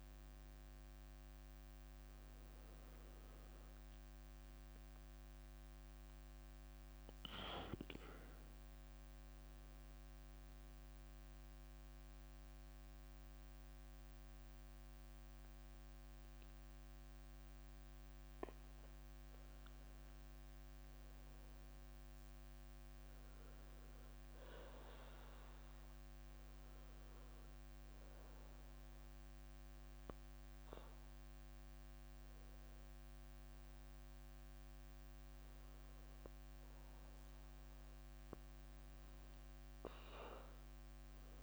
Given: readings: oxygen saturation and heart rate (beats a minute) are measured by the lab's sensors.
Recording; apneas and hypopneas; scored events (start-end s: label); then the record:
a person awake in a sleep study, by a microphone on the trachea; 1
2.00-4.00 s: leg movement (device-marked)
5.50-6.50 s: leg movement (device-marked)
23.50-41.43 s: new sleep stage, N1 (lightest sleep)
24.00-35.50 s: obstructive apnea (oxygen 99% before, 93% lowest, heart rate 68 before, 64 extreme, up 5 after)
31.50-33.00 s: leg movement (device-marked)
From the record:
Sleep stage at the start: awake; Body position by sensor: on the back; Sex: female